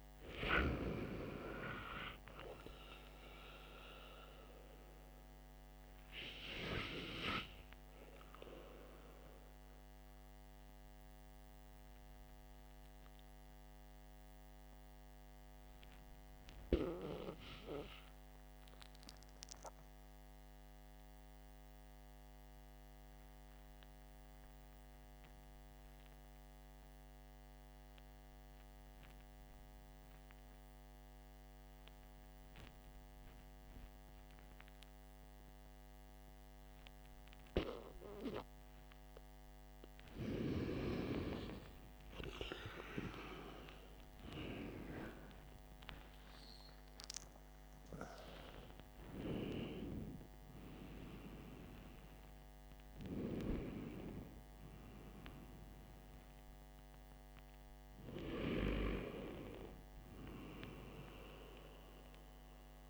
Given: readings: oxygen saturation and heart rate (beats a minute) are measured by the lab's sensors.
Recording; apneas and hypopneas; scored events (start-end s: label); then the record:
breathing in sleep by a microphone on the trachea; 1
11.00-38.00 s: obstructive apnea (oxygen 97% before, 92% lowest, heart rate 63 before, 48 extreme, up 12 after)
40.00-45.00 s: arousal
40.50-55.50 s: oxygen desaturation (device-marked, oxygen 98% before, 95% lowest, heart rate 54 before, 49 extreme)
From the record:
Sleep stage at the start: REM sleep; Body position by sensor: on the back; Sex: male